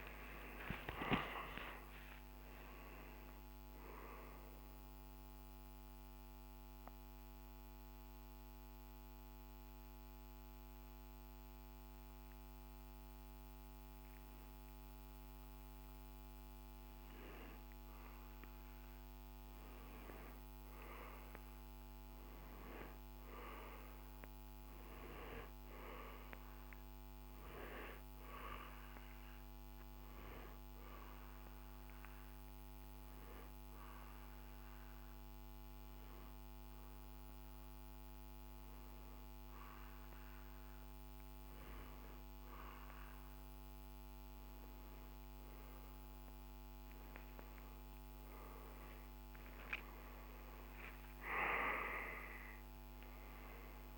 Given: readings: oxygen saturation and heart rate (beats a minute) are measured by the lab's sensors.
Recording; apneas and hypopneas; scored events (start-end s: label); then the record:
breathing in sleep by a microphone on the trachea; 2
0.00-1.50 s: arousal
4.00-16.50 s: mixed apnea (oxygen 96% before, 91% lowest, heart rate 70 before, 61 extreme, up 1 after)
6.50-53.97 s: new sleep stage, N2 (light sleep)
19.00-23.00 s: arousal
24.50-38.50 s: oxygen desaturation (device-marked, oxygen 97% before, 91% lowest, heart rate 69 before, 65 extreme)
31.00-41.00 s: hypopnea (oxygen 97% before, 91% lowest, heart rate 63 before, 65 extreme, up 6 after)
49.50-53.50 s: arousal
From the record:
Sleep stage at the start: N1 (lightest sleep); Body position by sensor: on the back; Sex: male